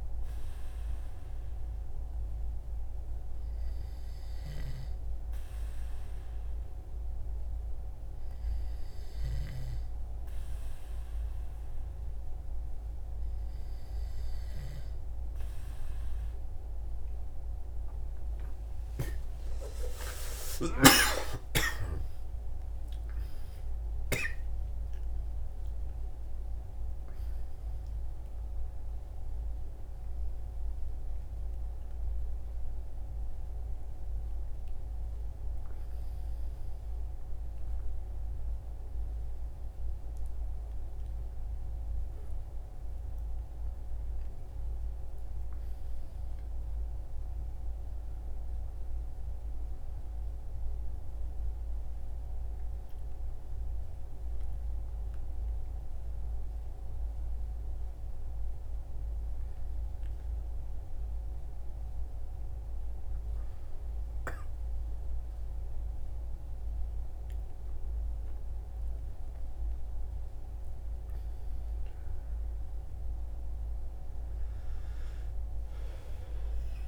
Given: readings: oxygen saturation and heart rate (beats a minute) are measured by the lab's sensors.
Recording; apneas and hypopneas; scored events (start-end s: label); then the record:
a person awake in a sleep study, hard to hear, by a room microphone; none
11.00-76.88 s: new sleep stage, awake
From the record:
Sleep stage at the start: N2 (light sleep); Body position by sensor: on the right side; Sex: male